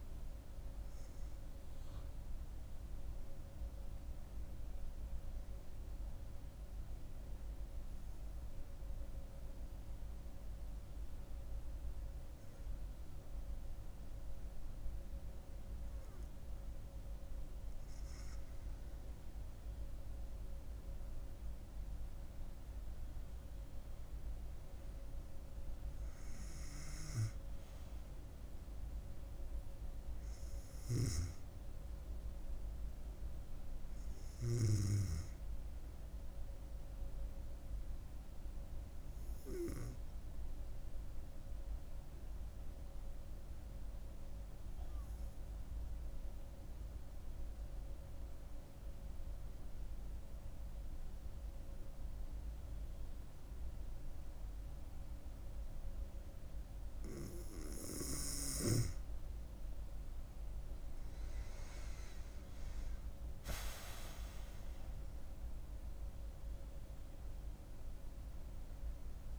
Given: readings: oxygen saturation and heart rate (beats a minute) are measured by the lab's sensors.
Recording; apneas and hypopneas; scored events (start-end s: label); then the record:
breathing in sleep by a room microphone; 2
2.00-17.00 s: hypopnea (oxygen 98% before, 92% lowest, heart rate 77 before, 64 extreme, up 10 after)
18.50-23.50 s: arousal
22.50-38.50 s: oxygen desaturation (device-marked, oxygen 98% before, 94% lowest, heart rate 67 before, 65 extreme)
41.50-58.50 s: mixed apnea (oxygen 98% before, 92% lowest, heart rate 70 before, 65 extreme, up 10 after)
55.50-69.39 s: oxygen desaturation (device-marked, oxygen 97% before, 92% lowest, heart rate 67 before, 63 extreme)
61.50-65.50 s: arousal
From the record:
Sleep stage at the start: N2 (light sleep); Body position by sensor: on the back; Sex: female